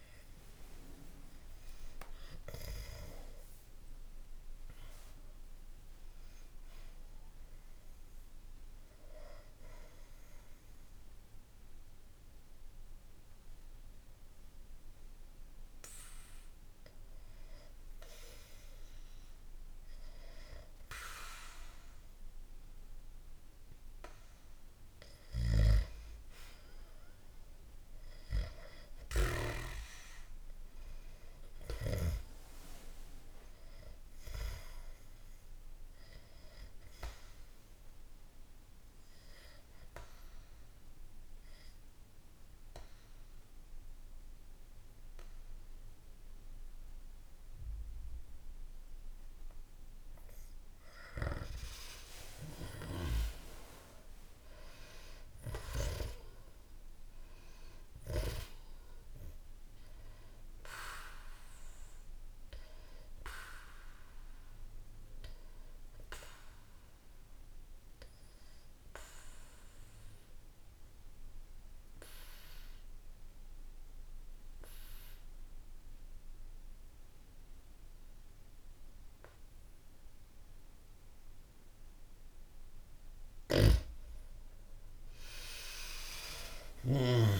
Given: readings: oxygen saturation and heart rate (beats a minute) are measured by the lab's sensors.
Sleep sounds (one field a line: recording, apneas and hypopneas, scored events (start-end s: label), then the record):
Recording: breathing in sleep by a room microphone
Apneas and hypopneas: 3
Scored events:
8.00-24.00 s: hypopnea (oxygen 98% before, 92% lowest, heart rate 65 before, 56 extreme, up 1 after)
26.00-31.00 s: arousal
28.50-50.50 s: oxygen desaturation (device-marked, oxygen 96% before, 93% lowest, heart rate 60 before, 55 extreme)
38.50-50.50 s: obstructive apnea (oxygen 97% before, 92% lowest, heart rate 59 before, 55 extreme, up 1 after)
51.50-55.50 s: arousal
52.50-56.00 s: snoring (device-marked)
67.00-82.50 s: obstructive apnea (oxygen 95% before, 92% lowest, heart rate 61 before, 58 extreme)
69.50-79.50 s: oxygen desaturation (device-marked, oxygen 95% before, 92% lowest, heart rate 61 before, 58 extreme)
83.50-87.00 s: snoring (device-marked)
85.50-87.39 s: arousal
From the record:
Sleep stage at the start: N2 (light sleep)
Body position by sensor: on the back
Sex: male